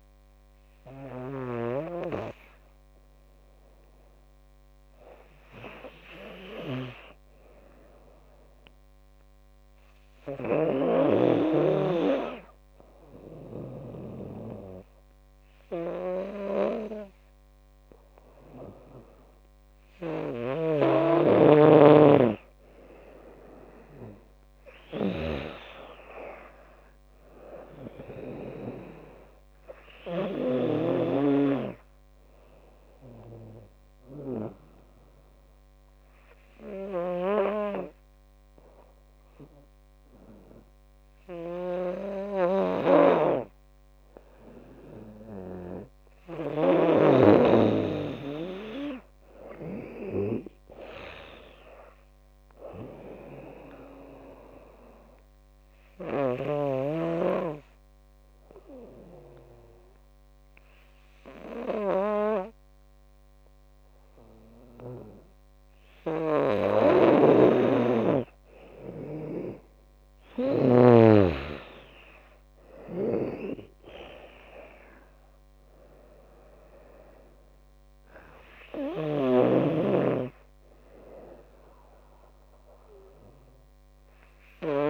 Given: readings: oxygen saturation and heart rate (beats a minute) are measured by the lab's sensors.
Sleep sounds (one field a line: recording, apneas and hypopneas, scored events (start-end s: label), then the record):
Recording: breathing in sleep by a microphone on the trachea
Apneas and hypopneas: 3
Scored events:
12.00-23.00 s: obstructive apnea (oxygen 98% before, 91% lowest, heart rate 79 before, 74 extreme, up 6 after)
25.00-27.50 s: arousal
26.00-45.00 s: oxygen desaturation (device-marked, oxygen 95% before, 92% lowest, heart rate 81 before, 69 extreme)
31.50-44.00 s: obstructive apnea (oxygen 97% before, 91% lowest, heart rate 83 before, 69 extreme, up 11 after)
47.00-50.50 s: arousal
49.00-59.00 s: drop in pulse transit time (device-marked, heart rate 78 before, 77 extreme)
54.00-66.50 s: obstructive apnea (oxygen 97% before, 91% lowest, heart rate 78 before, 69 extreme, up 14 after)
55.00-68.00 s: oxygen desaturation (device-marked, oxygen 97% before, 92% lowest, heart rate 78 before, 69 extreme)
67.00-71.00 s: snoring (device-marked)
69.50-73.00 s: arousal
72.00-83.00 s: drop in pulse transit time (device-marked, heart rate 76 before, 76 extreme)
75.00-84.90 s: oxygen desaturation (device-marked, oxygen 97% before, 91% lowest, heart rate 76 before, 71 extreme)
79.50-84.90 s: snoring (device-marked)
From the record:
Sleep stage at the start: N2 (light sleep)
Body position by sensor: on the back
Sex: female